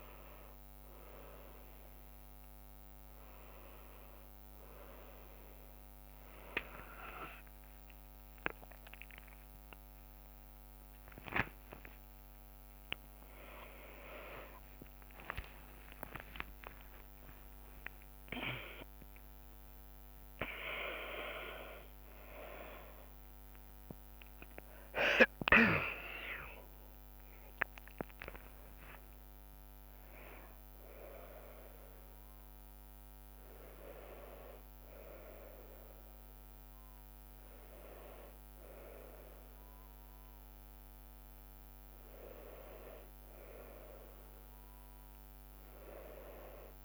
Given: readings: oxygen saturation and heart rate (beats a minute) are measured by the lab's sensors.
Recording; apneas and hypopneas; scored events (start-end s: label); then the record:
a person awake in a sleep study, by a microphone on the trachea; none
3.50-28.50 s: tachycardia (device-marked, heart rate 77 before, 167 extreme)
9.50-40.50 s: drop in pulse transit time (device-marked, heart rate 84 before, 89 extreme)
12.50-20.50 s: oxygen desaturation (device-marked, oxygen 93% before, 90% lowest, heart rate 89 before, 82 extreme)
46.50-46.85 s: new sleep stage, N1 (lightest sleep)
From the record:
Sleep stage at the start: awake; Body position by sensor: on the back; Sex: female